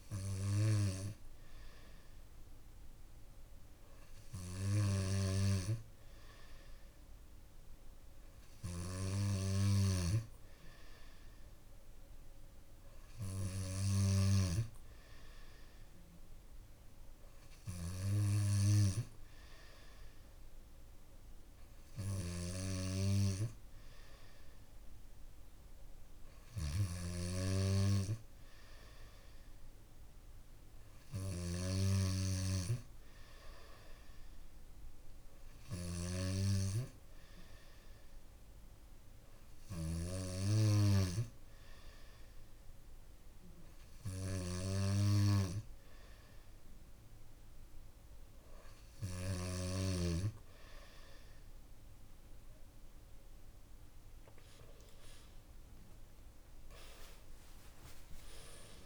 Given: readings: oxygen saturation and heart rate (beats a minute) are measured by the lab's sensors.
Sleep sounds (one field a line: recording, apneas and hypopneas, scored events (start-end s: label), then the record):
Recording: breathing in sleep by a room microphone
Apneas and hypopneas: none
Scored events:
9.00-14.00 s: snoring (device-marked)
21.50-48.50 s: snoring (device-marked)
56.50-58.86 s: arousal
From the record:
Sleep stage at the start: N2 (light sleep)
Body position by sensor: on the back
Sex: male